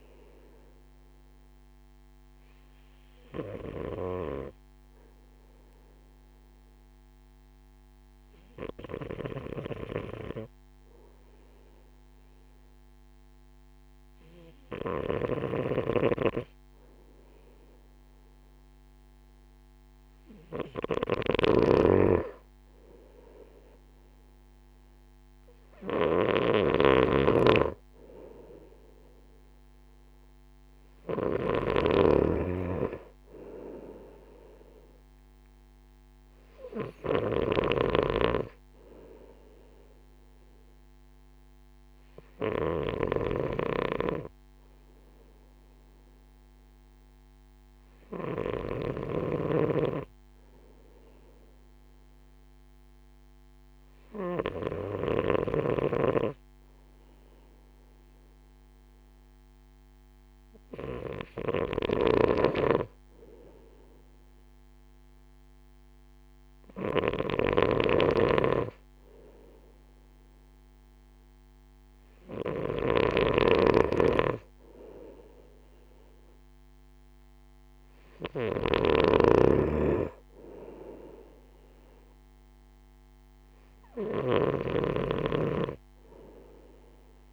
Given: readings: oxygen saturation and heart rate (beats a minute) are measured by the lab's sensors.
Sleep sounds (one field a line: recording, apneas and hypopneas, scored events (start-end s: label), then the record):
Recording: breathing in sleep by a microphone on the trachea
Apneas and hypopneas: none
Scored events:
15.00-49.00 s: snoring (device-marked)
55.50-87.32 s: snoring (device-marked)
From the record:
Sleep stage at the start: N2 (light sleep)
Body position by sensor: on the right side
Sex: male